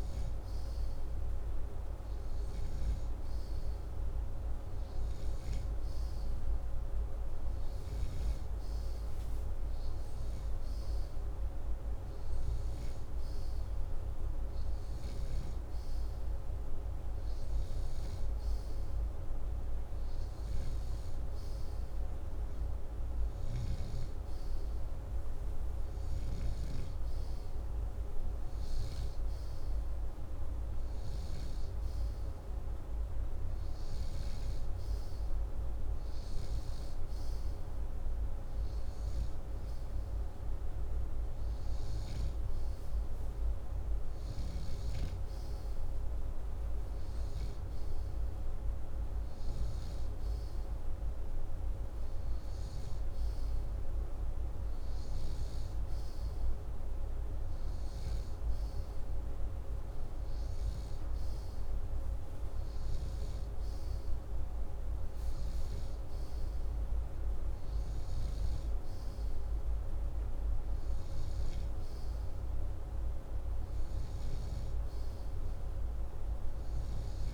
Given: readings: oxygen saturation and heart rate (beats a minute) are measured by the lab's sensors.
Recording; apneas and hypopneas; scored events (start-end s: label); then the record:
breathing in sleep, hard to hear, by a room microphone; none
0.00-1.00 s: snoring (device-marked)
5.50-9.00 s: snoring (device-marked)
15.50-24.50 s: snoring (device-marked)
26.50-35.00 s: snoring (device-marked)
45.00-59.00 s: snoring (device-marked)
68.50-77.34 s: snoring (device-marked)
From the record:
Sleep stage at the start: N2 (light sleep); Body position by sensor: upright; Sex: male